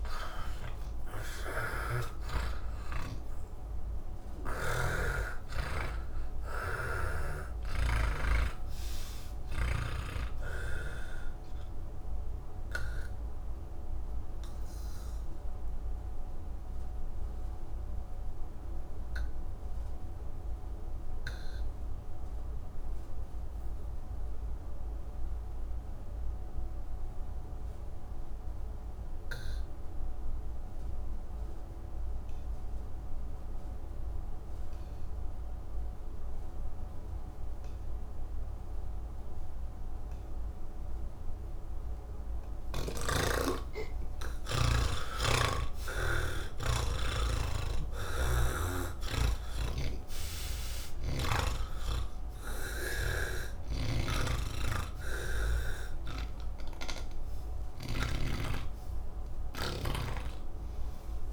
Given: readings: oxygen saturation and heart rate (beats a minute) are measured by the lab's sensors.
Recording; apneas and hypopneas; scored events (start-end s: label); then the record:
breathing in sleep by a room microphone; 1
0.00-8.00 s: snoring (device-marked)
0.00-26.00 s: oxygen desaturation (device-marked, oxygen 98% before, 79% lowest, heart rate 98 before, 41 extreme)
12.50-44.50 s: obstructive apnea (oxygen 98% before, 79% lowest, heart rate 103 before, 41 extreme)
41.00-61.33 s: oxygen desaturation (device-marked, oxygen 97% before, 82% lowest, heart rate 87 before, 40 extreme)
55.00-61.33 s: snoring (device-marked)
From the record:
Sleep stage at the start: N1 (lightest sleep); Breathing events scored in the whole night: 332 in 5.7 hours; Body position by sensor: on the back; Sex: male